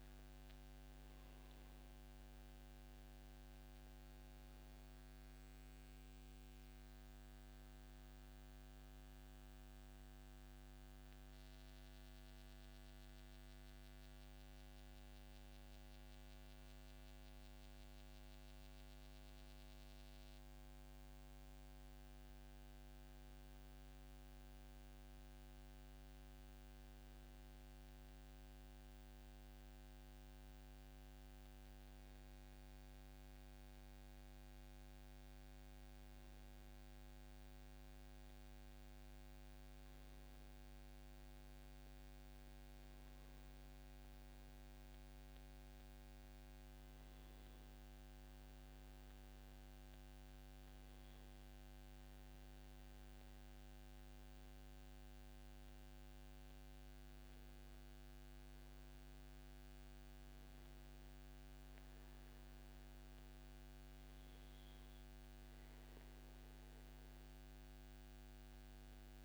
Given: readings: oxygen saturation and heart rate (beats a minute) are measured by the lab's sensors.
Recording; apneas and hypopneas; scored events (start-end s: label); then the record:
breathing in sleep, hard to hear, by a microphone on the trachea; 1
0.00-14.50 s: oxygen desaturation (device-marked, oxygen 91% lowest, heart rate 145 extreme)
22.50-37.50 s: hypopnea (oxygen 95% before, 94% lowest, heart rate 146 before, 124 extreme)
37.50-42.00 s: arousal
45.50-47.50 s: long interval between heartbeats (device-marked, heart rate 146 before, 131 extreme)
From the record:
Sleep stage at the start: N2 (light sleep); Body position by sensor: on the back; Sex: male